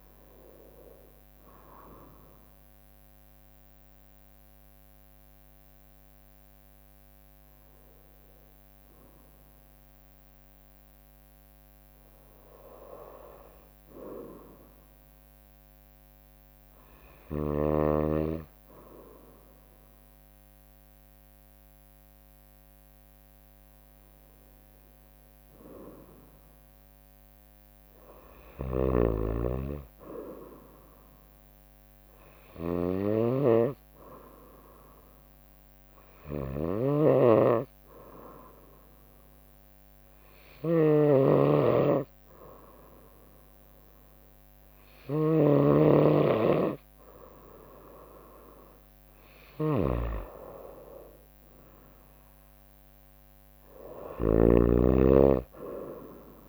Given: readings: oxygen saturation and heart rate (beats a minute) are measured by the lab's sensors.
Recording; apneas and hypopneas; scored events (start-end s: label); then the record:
breathing in sleep by a microphone on the trachea; 1
21.00-24.50 s: arousal
22.50-33.50 s: drop in pulse transit time (device-marked, heart rate 64 before, 63 extreme)
28.50-56.49 s: snoring (device-marked)
35.00-48.00 s: obstructive apnea (oxygen 96% before, 92% lowest, heart rate 64 before, 62 extreme, up 3 after)
51.00-55.00 s: arousal
51.50-56.49 s: drop in pulse transit time (device-marked, heart rate 65 before, 63 extreme)
From the record:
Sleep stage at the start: N2 (light sleep); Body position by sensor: on the right side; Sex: female